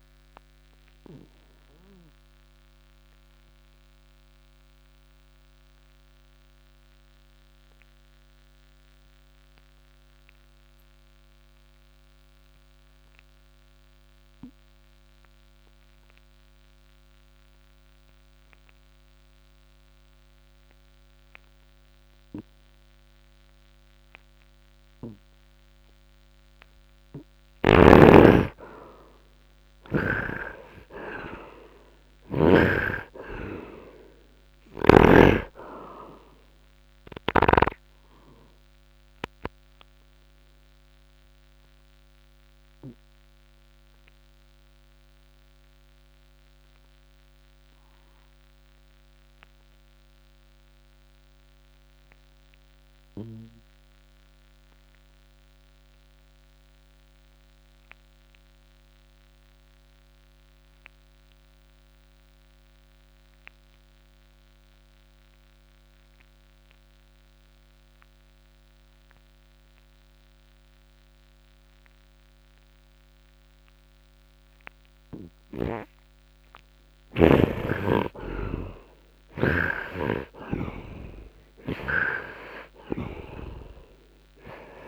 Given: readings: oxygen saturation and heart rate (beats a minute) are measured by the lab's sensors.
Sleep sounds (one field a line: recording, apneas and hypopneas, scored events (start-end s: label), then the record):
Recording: breathing in sleep by a microphone on the trachea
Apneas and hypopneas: 2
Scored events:
0.00-14.50 s: oxygen desaturation (device-marked, oxygen 84% lowest, heart rate 55 extreme)
0.50-27.00 s: obstructive apnea (oxygen 99% before, 78% lowest, heart rate 61 before, 55 extreme, up 4 after)
26.50-55.50 s: oxygen desaturation (device-marked, oxygen 99% before, 81% lowest, heart rate 65 before, 44 extreme)
28.00-31.50 s: arousal
39.00-76.50 s: obstructive apnea (oxygen 99% before, 71% lowest, heart rate 59 before, 44 extreme, up 13 after)
65.50-84.88 s: oxygen desaturation (device-marked, oxygen 99% before, 71% lowest, heart rate 63 before, 44 extreme)
78.00-81.50 s: arousal
79.50-84.88 s: snoring (device-marked)
From the record:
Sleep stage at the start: N3 (deep sleep)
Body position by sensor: on the right side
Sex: male